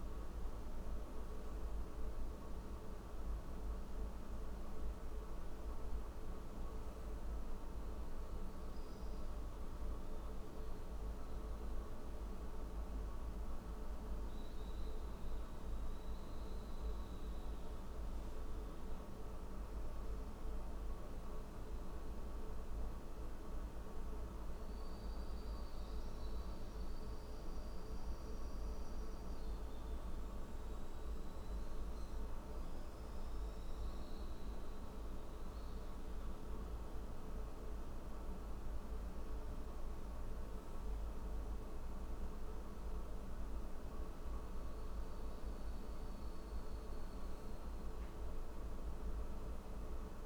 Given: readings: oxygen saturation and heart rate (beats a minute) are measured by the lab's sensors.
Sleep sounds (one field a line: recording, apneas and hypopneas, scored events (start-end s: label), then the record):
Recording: breathing in sleep, hard to hear, by a room microphone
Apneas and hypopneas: none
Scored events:
none scored
From the record:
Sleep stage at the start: N1 (lightest sleep)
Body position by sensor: on the right side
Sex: male